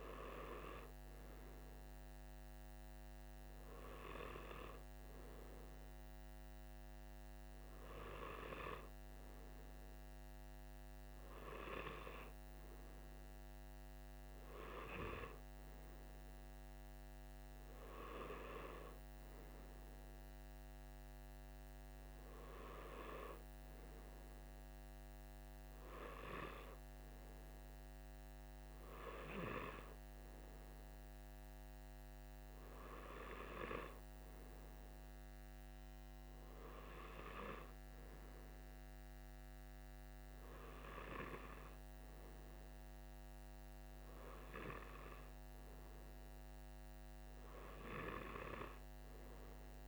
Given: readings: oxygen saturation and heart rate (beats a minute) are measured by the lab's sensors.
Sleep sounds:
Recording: breathing in sleep by a microphone on the trachea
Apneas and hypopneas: none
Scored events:
none scored
From the record:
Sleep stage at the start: N2 (light sleep)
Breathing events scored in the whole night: 55 in 6.1 hours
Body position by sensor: on the right side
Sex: male

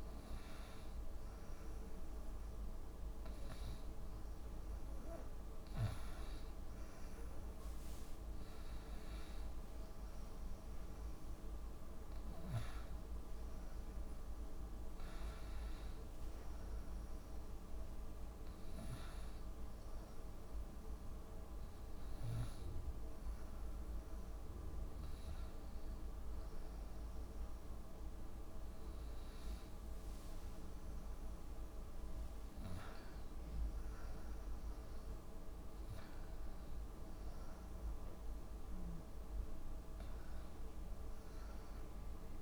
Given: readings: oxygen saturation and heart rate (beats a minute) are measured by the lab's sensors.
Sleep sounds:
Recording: breathing in sleep, hard to hear, by a room microphone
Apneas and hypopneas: 1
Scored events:
0.00-12.00 s: oxygen desaturation (device-marked, oxygen 89% lowest)
16.00-19.50 s: arousal
21.00-32.00 s: hypopnea (oxygen 96% before, 91% lowest)
From the record:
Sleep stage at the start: N2 (light sleep)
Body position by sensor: on the back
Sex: female

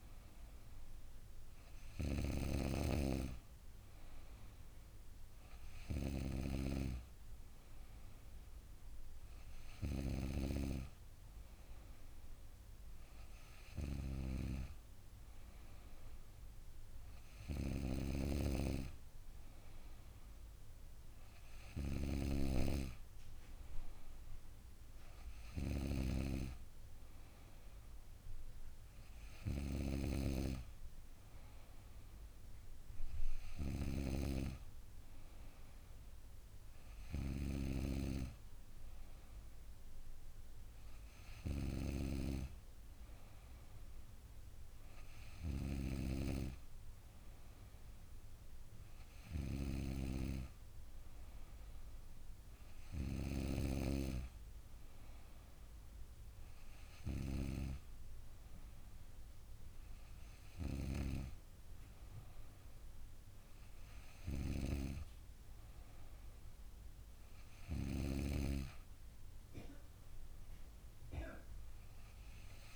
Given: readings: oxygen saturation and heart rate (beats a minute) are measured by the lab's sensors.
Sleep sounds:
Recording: breathing in sleep by a room microphone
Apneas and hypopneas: none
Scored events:
none scored
From the record:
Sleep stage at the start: N2 (light sleep)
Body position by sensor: on the back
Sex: female

